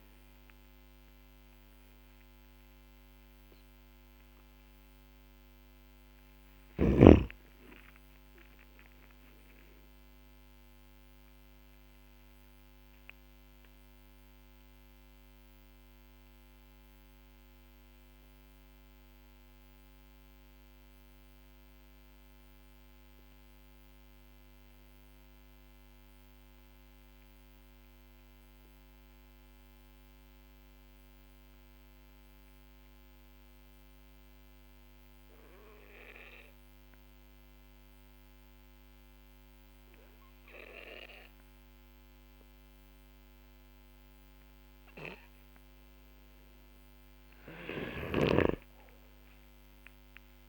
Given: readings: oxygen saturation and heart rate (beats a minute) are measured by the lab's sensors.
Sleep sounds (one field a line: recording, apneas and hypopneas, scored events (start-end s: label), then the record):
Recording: breathing in sleep by a microphone on the trachea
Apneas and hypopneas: 1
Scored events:
5.00-8.50 s: arousal
5.00-20.00 s: oxygen desaturation (device-marked, oxygen 97% before, 94% lowest, heart rate 49 before, 40 extreme)
10.00-42.50 s: obstructive apnea (oxygen 98% before, 92% lowest, heart rate 51 before, 40 extreme, up 5 after)
45.50-50.49 s: arousal
47.00-50.49 s: snoring (device-marked)
From the record:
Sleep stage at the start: N2 (light sleep)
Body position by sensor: on the back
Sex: male